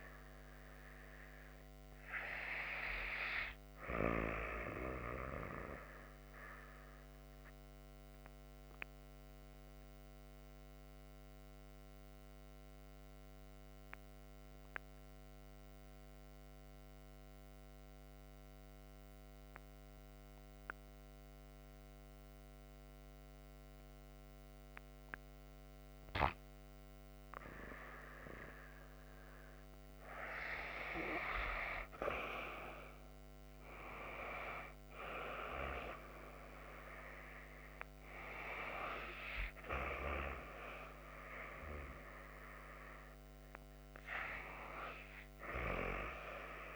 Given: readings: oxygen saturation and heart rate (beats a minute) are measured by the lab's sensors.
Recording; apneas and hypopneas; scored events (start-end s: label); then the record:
breathing in sleep by a microphone on the trachea; 1
0.00-11.00 s: oxygen desaturation (device-marked, oxygen 90% lowest)
6.50-28.50 s: obstructive apnea (oxygen 96% before, 90% lowest)
32.00-36.00 s: arousal
From the record:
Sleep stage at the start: N2 (light sleep); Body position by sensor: on the back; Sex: female